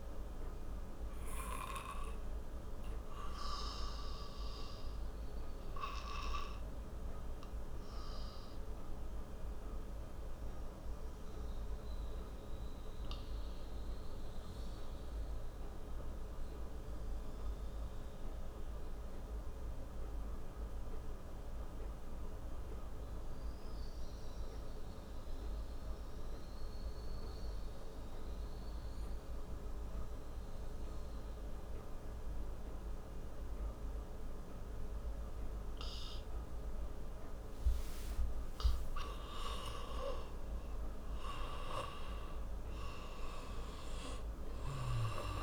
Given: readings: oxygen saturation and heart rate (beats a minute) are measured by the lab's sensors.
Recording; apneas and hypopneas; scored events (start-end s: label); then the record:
breathing in sleep by a room microphone; 1
0.00-20.50 s: oxygen desaturation (device-marked, oxygen 86% lowest)
2.50-39.50 s: obstructive apnea (oxygen 97% before, 85% lowest)
34.50-45.43 s: oxygen desaturation (device-marked, oxygen 98% before, 85% lowest)
41.00-45.00 s: arousal
From the record:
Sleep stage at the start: N2 (light sleep); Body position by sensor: on the back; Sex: male